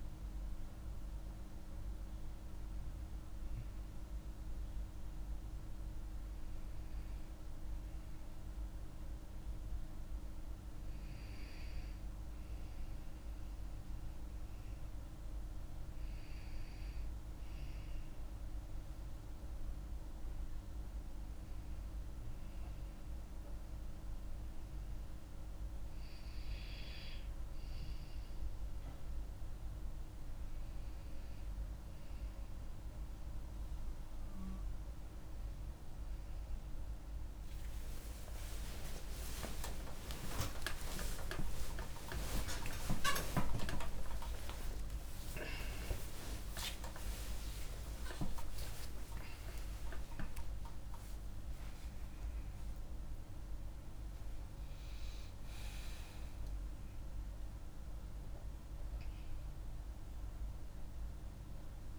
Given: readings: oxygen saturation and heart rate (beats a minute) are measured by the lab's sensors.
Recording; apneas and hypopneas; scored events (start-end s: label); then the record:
a person partly awake in a sleep study, by a room microphone; none
43.00-61.99 s: new sleep stage, awake
From the record:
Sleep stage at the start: N2 (light sleep); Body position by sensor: on the back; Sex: female